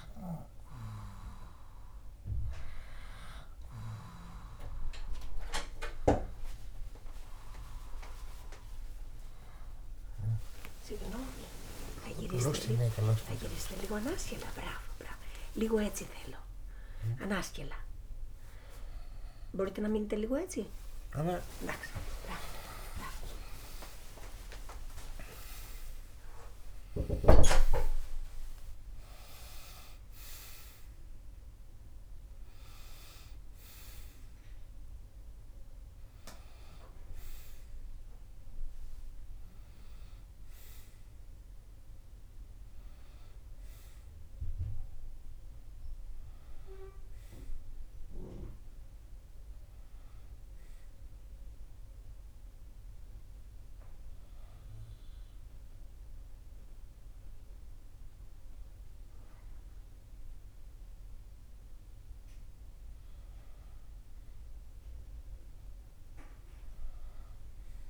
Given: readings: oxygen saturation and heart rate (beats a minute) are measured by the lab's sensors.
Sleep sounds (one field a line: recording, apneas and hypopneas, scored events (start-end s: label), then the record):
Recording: breathing in sleep by a room microphone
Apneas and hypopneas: none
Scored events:
10.00-16.50 s: arousal
23.00-67.90 s: new sleep stage, N1 (lightest sleep)
From the record:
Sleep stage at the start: N2 (light sleep)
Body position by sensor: on the back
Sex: male